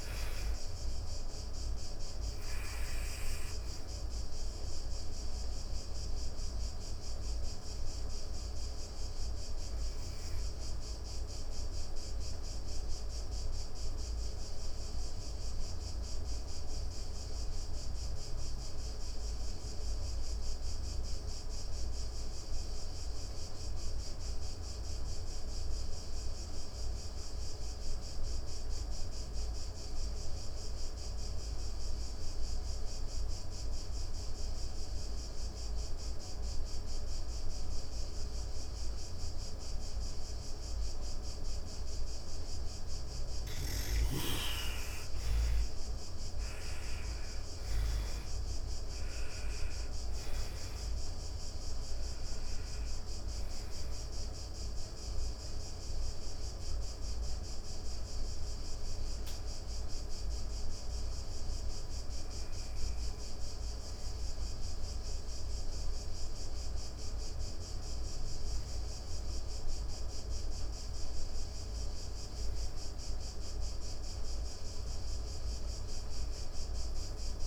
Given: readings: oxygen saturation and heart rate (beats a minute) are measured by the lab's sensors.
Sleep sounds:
breathing in sleep, hard to hear, by a room microphone; 2
0.00-20.00 s: oxygen desaturation (device-marked, oxygen 80% lowest)
2.00-40.00 s: obstructive apnea (oxygen 99% before, 78% lowest)
34.00-72.00 s: oxygen desaturation (device-marked, oxygen 99% before, 78% lowest)
43.00-47.50 s: arousal
53.50-68.50 s: obstructive apnea (oxygen 99% before, 78% lowest)
57.00-77.47 s: new sleep stage, N1 (lightest sleep)
70.50-75.00 s: arousal
From the record:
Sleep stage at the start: N2 (light sleep); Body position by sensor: on the back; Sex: female

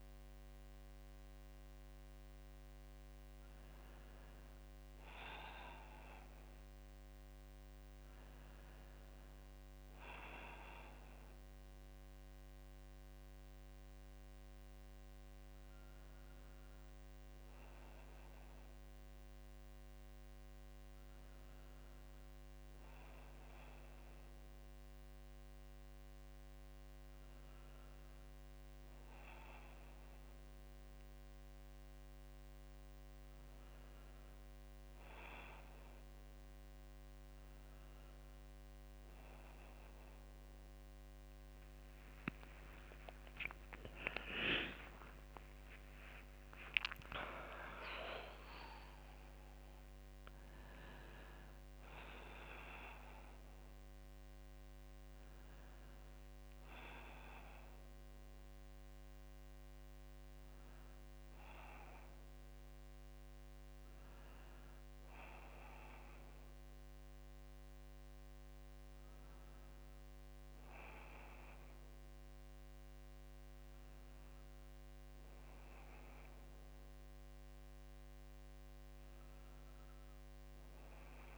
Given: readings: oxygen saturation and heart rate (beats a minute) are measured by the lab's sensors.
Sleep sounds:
breathing in sleep by a microphone on the trachea; none
42.00-47.00 s: arousal
42.00-48.00 s: tachycardia (device-marked, heart rate 67 before, 129 extreme)
43.00-45.00 s: long interval between heartbeats (device-marked, heart rate 62 before, 85 extreme)
45.00-47.00 s: long interval between heartbeats (device-marked, heart rate 65 before, 116 extreme)
From the record:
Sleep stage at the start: N1 (lightest sleep); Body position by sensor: on the left side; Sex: female

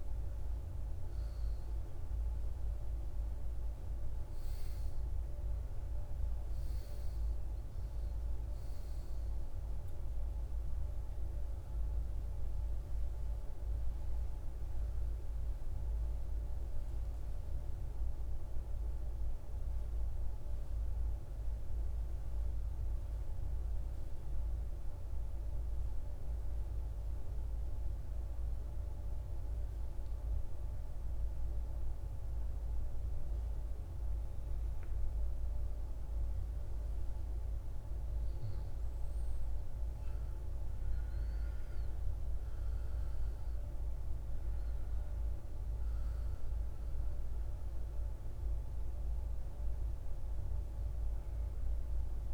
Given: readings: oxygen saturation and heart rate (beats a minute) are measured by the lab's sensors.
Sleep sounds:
breathing in sleep, hard to hear, by a room microphone; 1
0.00-12.00 s: oxygen desaturation (device-marked, oxygen 83% lowest, heart rate 53 extreme)
18.00-52.34 s: new sleep stage, N2 (light sleep)
22.00-33.50 s: central apnea (oxygen 99% before, 89% lowest, heart rate 63 before, 52 extreme, up 7 after)
36.00-40.50 s: arousal
37.00-52.34 s: oxygen desaturation (device-marked, oxygen 97% before, 91% lowest, heart rate 55 before, 52 extreme)
From the record:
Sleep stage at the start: N1 (lightest sleep); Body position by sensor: on the back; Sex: male

